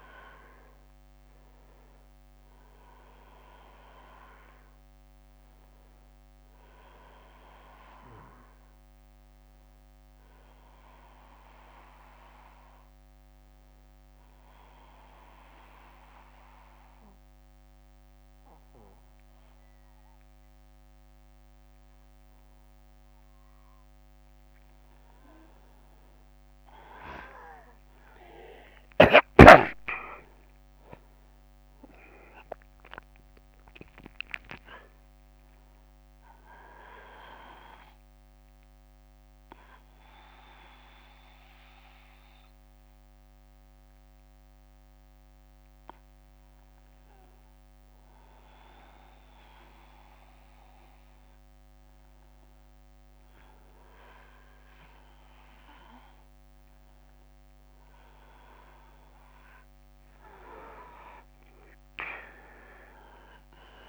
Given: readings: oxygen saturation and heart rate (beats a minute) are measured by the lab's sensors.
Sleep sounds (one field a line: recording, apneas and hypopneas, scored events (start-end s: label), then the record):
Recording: a person partly awake in a sleep study, by a microphone on the trachea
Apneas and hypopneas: 1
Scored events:
5.00-63.89 s: new sleep stage, N1 (lightest sleep)
12.00-23.00 s: obstructive apnea (oxygen 96% before, 93% lowest, heart rate 72 before, 60 extreme, up 14 after)
25.50-30.00 s: arousal
28.00-38.00 s: oxygen desaturation (device-marked, oxygen 96% before, 93% lowest, heart rate 62 before, 62 extreme)
59.50-63.50 s: arousal
From the record:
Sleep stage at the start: awake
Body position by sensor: on the back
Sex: male